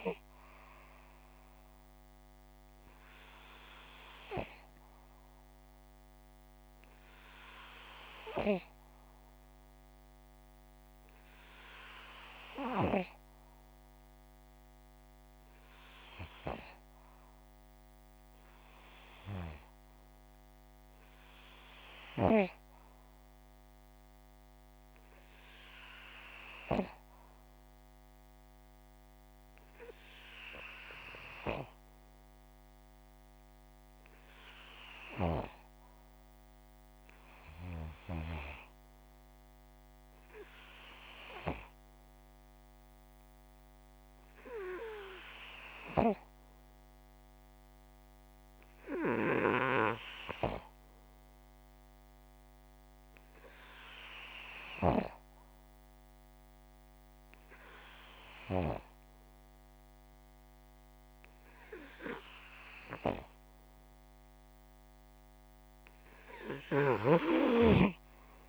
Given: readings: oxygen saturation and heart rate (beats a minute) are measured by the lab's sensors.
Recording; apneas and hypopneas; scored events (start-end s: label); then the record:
breathing in sleep by a microphone on the trachea; 1
3.00-64.00 s: hypopnea (oxygen 97% before, 87% lowest)
66.00-68.49 s: snoring (device-marked)
From the record:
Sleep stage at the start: REM sleep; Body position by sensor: upright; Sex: male